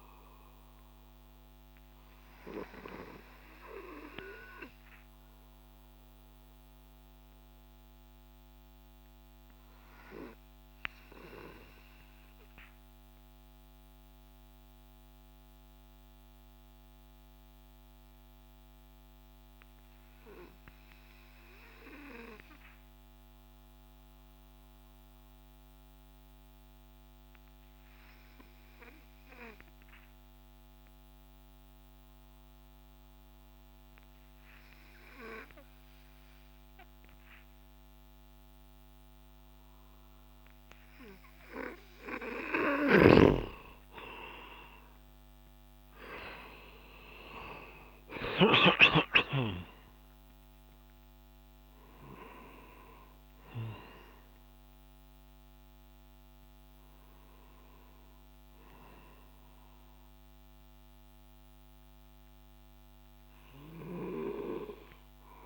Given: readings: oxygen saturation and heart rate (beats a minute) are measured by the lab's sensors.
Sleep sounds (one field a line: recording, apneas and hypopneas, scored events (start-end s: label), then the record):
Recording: breathing in sleep by a microphone on the trachea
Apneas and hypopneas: 1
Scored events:
1.00-42.00 s: obstructive apnea (oxygen 98% before, 89% lowest)
15.50-23.50 s: oxygen desaturation (device-marked, oxygen 95% before, 92% lowest)
42.00-48.00 s: snoring (device-marked)
44.50-50.00 s: arousal
44.50-51.50 s: oxygen desaturation (device-marked, oxygen 97% before, 93% lowest)
From the record:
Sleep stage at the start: N2 (light sleep)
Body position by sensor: on the back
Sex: male